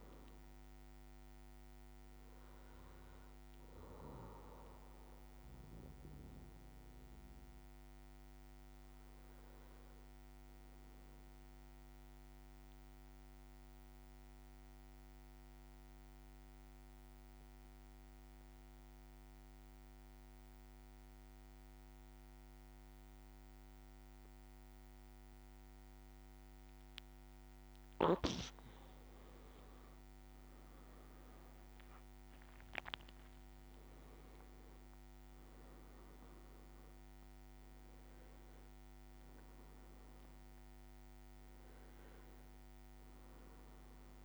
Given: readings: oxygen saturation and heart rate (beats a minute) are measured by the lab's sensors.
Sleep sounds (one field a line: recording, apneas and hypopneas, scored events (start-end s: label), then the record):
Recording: breathing in sleep, hard to hear, by a microphone on the trachea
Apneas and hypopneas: 1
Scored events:
1.00-18.00 s: oxygen desaturation (device-marked, oxygen 98% before, 94% lowest, heart rate 54 before, 52 extreme)
12.00-28.00 s: mixed apnea (oxygen 98% before, 94% lowest, heart rate 55 before, 52 extreme, up 9 after)
29.50-34.00 s: arousal
From the record:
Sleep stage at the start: N2 (light sleep)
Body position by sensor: on the back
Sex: male